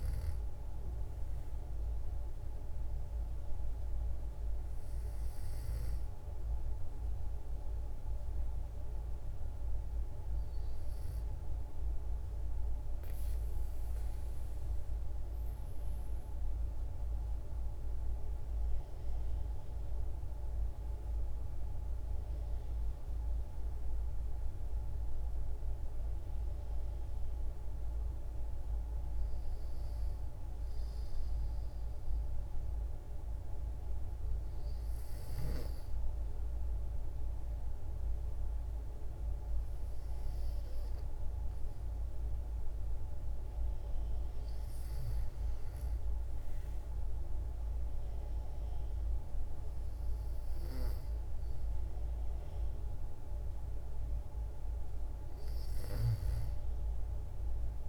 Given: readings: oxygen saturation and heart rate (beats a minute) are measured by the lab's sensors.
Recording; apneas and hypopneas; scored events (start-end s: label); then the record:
breathing in sleep, hard to hear, by a room microphone; none
0.00-14.00 s: oxygen desaturation (device-marked, oxygen 91% lowest, heart rate 58 extreme)
From the record:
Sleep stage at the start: N2 (light sleep); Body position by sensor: on the back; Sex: female